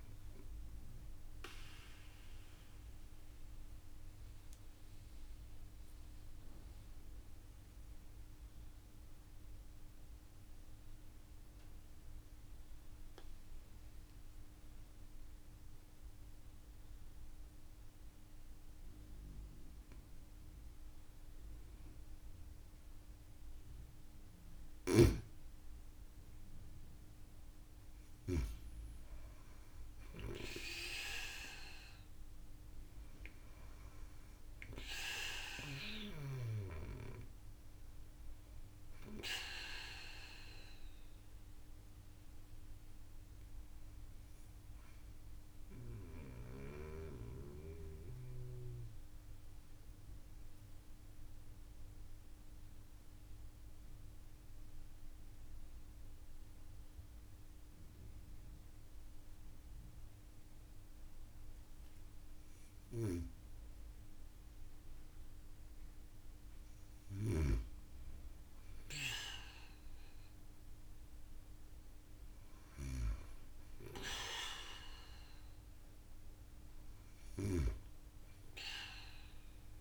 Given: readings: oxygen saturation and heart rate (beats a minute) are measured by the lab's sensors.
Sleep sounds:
breathing in sleep by a room microphone; 2
2.00-23.00 s: mixed apnea (oxygen 97% before, 93% lowest)
27.00-32.00 s: arousal
33.00-61.00 s: oxygen desaturation (device-marked, oxygen 97% before, 93% lowest)
46.00-62.00 s: central apnea (oxygen 97% before, 93% lowest)
64.00-68.00 s: arousal
From the record:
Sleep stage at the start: N2 (light sleep); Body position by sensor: on the back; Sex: female

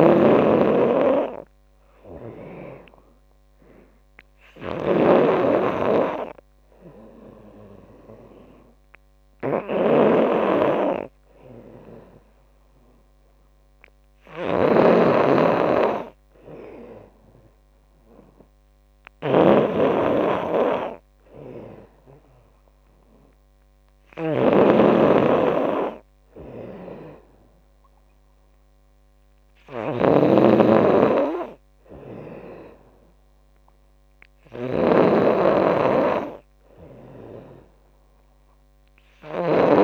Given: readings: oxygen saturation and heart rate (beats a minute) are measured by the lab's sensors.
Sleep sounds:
breathing in sleep by a microphone on the trachea; none
0.00-5.50 s: snoring (device-marked)
0.00-15.00 s: oxygen desaturation (device-marked, oxygen 90% lowest, heart rate 76 extreme)
14.50-39.84 s: snoring (device-marked)
From the record:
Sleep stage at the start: N2 (light sleep); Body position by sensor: on the back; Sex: female

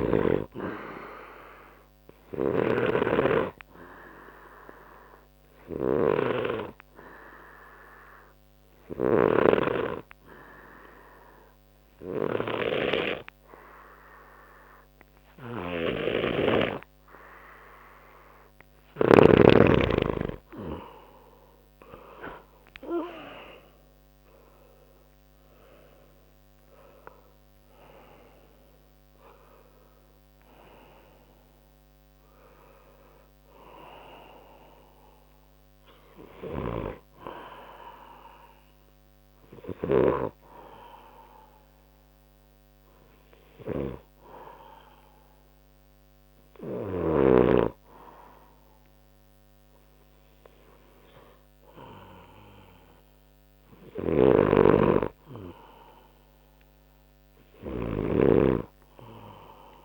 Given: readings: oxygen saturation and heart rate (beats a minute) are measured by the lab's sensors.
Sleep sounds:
breathing in sleep by a microphone on the trachea; 1
0.00-9.50 s: snoring (device-marked)
3.00-19.00 s: obstructive apnea (oxygen 94% before, 88% lowest, heart rate 64 before, 64 extreme, up 49 after)
16.00-19.50 s: snoring (device-marked)
21.00-24.50 s: arousal
23.00-35.00 s: oxygen desaturation (device-marked, oxygen 93% before, 88% lowest, heart rate 65 before, 61 extreme)
54.00-58.00 s: snoring (device-marked)
56.50-59.50 s: arousal
From the record:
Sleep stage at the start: N2 (light sleep); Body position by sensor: on the back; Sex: male

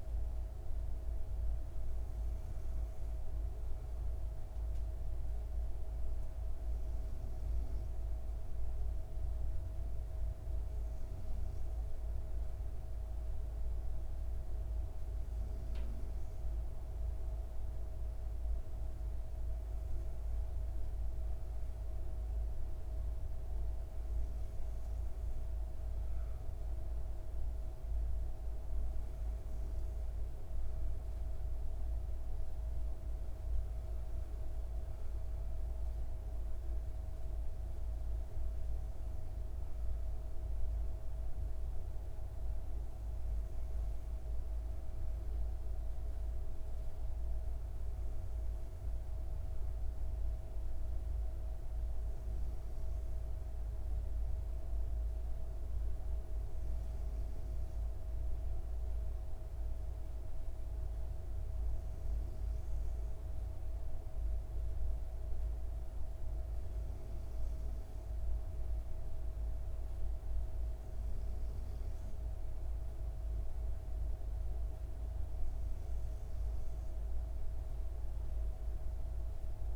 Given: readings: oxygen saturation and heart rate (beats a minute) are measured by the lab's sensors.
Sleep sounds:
breathing in sleep, hard to hear, by a room microphone; none
none scored
From the record:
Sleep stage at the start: N2 (light sleep); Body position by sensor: on the back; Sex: female

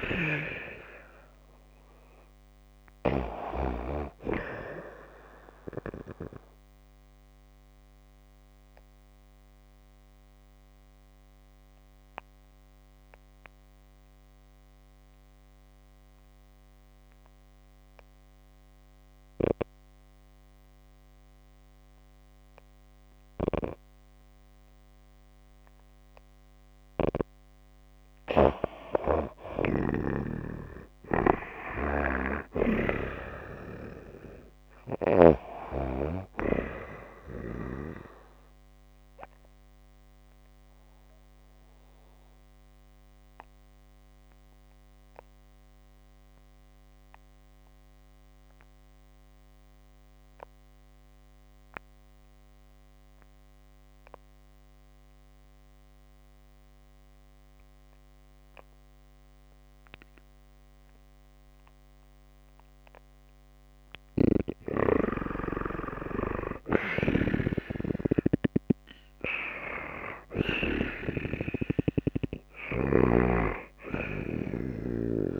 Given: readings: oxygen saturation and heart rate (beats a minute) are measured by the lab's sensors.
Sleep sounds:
breathing in sleep by a microphone on the trachea; 2
0.00-8.50 s: oxygen desaturation (device-marked, oxygen 89% lowest)
6.00-26.00 s: obstructive apnea (oxygen 95% before, 88% lowest)
27.50-35.00 s: snoring (device-marked)
29.00-33.50 s: arousal
34.50-58.50 s: oxygen desaturation (device-marked, oxygen 95% before, 88% lowest)
39.00-63.00 s: obstructive apnea (oxygen 95% before, 88% lowest)
66.00-70.50 s: snoring (device-marked)
66.50-74.50 s: oxygen desaturation (device-marked, oxygen 94% before, 90% lowest)
68.00-72.50 s: arousal
From the record:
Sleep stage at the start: N2 (light sleep); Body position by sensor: on the back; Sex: female

